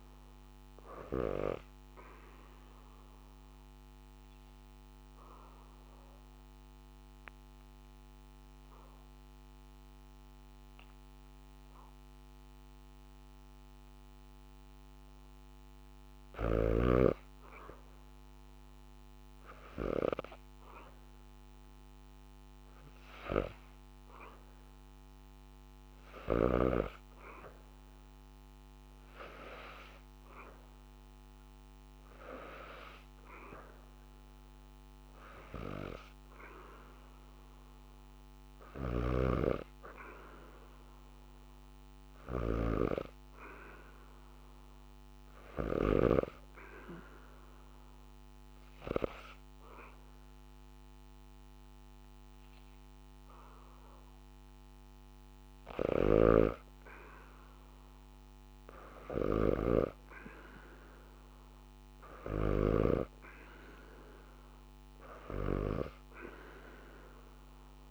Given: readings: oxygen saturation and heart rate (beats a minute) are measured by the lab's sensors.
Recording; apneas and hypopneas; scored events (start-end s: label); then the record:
breathing in sleep by a microphone on the trachea; 2
1.00-14.50 s: obstructive apnea (oxygen 99% before, 86% lowest, heart rate 77 before, 69 extreme)
16.50-19.50 s: arousal
30.50-56.50 s: oxygen desaturation (device-marked, oxygen 96% before, 86% lowest, heart rate 73 before, 75 extreme)
38.00-45.50 s: snoring (device-marked)
42.00-55.50 s: hypopnea (oxygen 97% before, 83% lowest, heart rate 73 before, 75 extreme, up 0 after)
55.50-67.91 s: snoring (device-marked)
60.00-64.00 s: arousal
62.50-67.91 s: oxygen desaturation (device-marked, oxygen 95% before, 88% lowest, heart rate 77 before, 69 extreme)
From the record:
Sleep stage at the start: N2 (light sleep); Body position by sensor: on the back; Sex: female